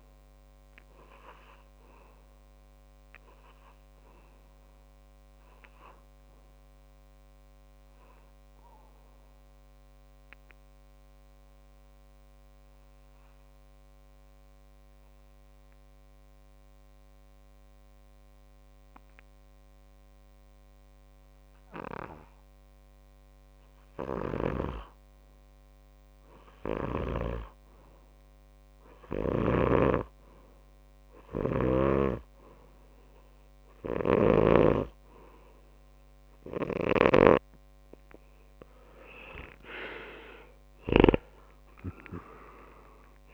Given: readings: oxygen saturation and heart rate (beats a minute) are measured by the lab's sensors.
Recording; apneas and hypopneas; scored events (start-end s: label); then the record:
breathing in sleep by a microphone on the trachea; 1
1.00-24.50 s: obstructive apnea (oxygen 100% before, 92% lowest)
14.50-22.50 s: oxygen desaturation (device-marked, oxygen 98% before, 95% lowest)
26.00-28.00 s: long interval between heartbeats (device-marked)
26.50-29.50 s: arousal
37.00-41.50 s: snoring (device-marked)
From the record:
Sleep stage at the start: N2 (light sleep); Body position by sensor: on the back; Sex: male